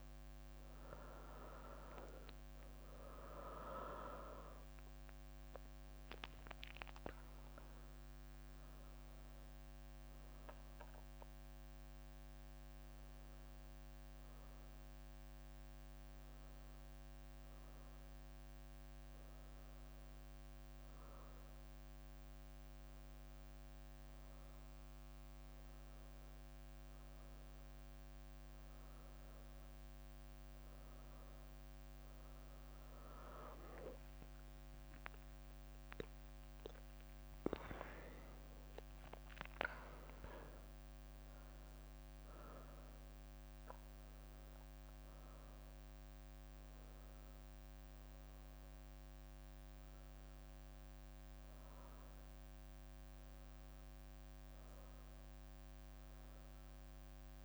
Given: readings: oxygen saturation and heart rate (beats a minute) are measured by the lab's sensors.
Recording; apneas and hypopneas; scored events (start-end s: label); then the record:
a person awake in a sleep study, by a microphone on the trachea; 1
0.00-1.00 s: leg movement (device-marked)
2.00-5.50 s: arousal
5.50-7.50 s: leg movement (device-marked)
8.00-17.00 s: leg movement (device-marked)
8.50-26.50 s: hypopnea (oxygen 97% before, 94% lowest, heart rate 72 before, 69 extreme, up 4 after)
17.50-23.00 s: leg movement (device-marked)
27.00-57.45 s: new sleep stage, awake
33.00-37.50 s: leg movement (device-marked)
43.50-48.50 s: leg movement (device-marked)
50.00-52.00 s: leg movement (device-marked)
From the record:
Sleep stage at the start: N1 (lightest sleep); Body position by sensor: on the right side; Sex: female